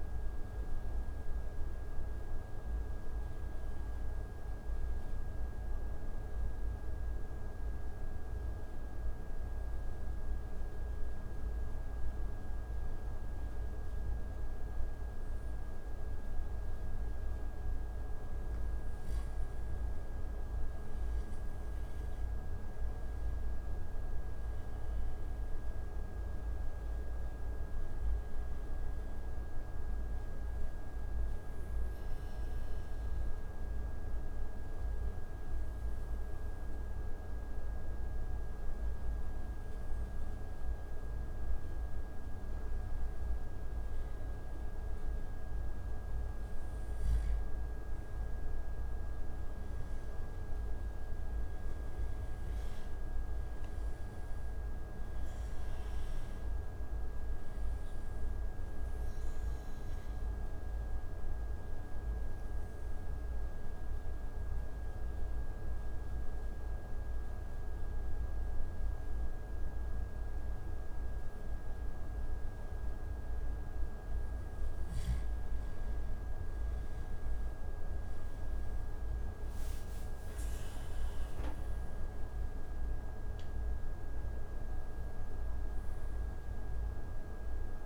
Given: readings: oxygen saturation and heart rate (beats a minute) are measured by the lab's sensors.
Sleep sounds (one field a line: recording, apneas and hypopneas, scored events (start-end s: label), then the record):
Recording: breathing in sleep, hard to hear, by a room microphone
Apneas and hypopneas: 3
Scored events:
0.50-18.50 s: oxygen desaturation (device-marked, oxygen 93% before, 87% lowest)
6.00-17.50 s: obstructive apnea (oxygen 94% before, 87% lowest)
20.50-25.00 s: arousal
27.50-46.50 s: oxygen desaturation (device-marked, oxygen 96% before, 88% lowest)
31.00-46.00 s: obstructive apnea (oxygen 96% before, 88% lowest)
48.00-52.00 s: arousal
57.50-72.50 s: oxygen desaturation (device-marked, oxygen 96% before, 89% lowest)
58.00-73.00 s: obstructive apnea (oxygen 96% before, 89% lowest)
77.00-82.50 s: arousal
84.50-87.86 s: oxygen desaturation (device-marked, oxygen 96% before, 91% lowest)
From the record:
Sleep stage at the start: N2 (light sleep)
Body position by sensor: on the back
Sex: male